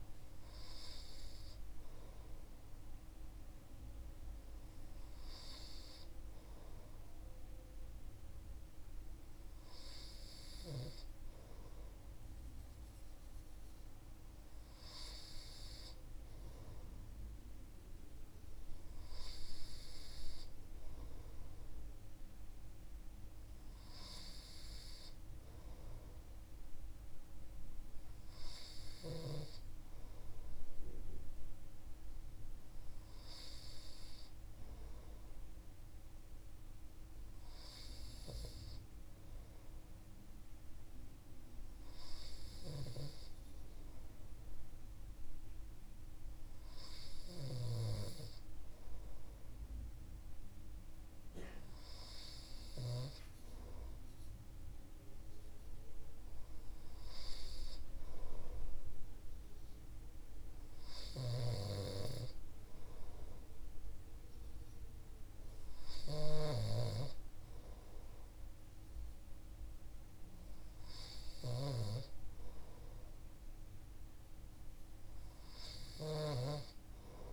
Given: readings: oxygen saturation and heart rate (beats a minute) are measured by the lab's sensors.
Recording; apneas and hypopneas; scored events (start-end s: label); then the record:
breathing in sleep by a room microphone; none
42.00-53.00 s: snoring (device-marked)
60.50-76.00 s: snoring (device-marked)
From the record:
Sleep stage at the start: N2 (light sleep); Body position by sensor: on the right side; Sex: male